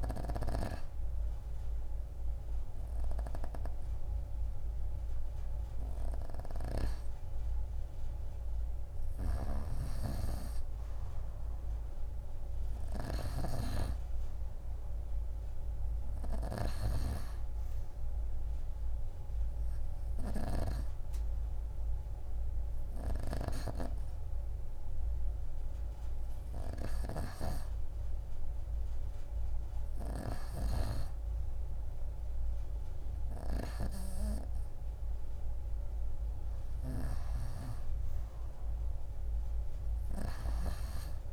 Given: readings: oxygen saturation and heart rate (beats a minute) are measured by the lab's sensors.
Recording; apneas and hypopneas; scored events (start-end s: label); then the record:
breathing in sleep by a room microphone; none
0.50-10.50 s: oxygen desaturation (device-marked, oxygen 92% before, 88% lowest)
37.50-41.33 s: oxygen desaturation (device-marked, oxygen 93% before, 90% lowest)
From the record:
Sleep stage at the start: N2 (light sleep); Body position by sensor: on the right side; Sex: female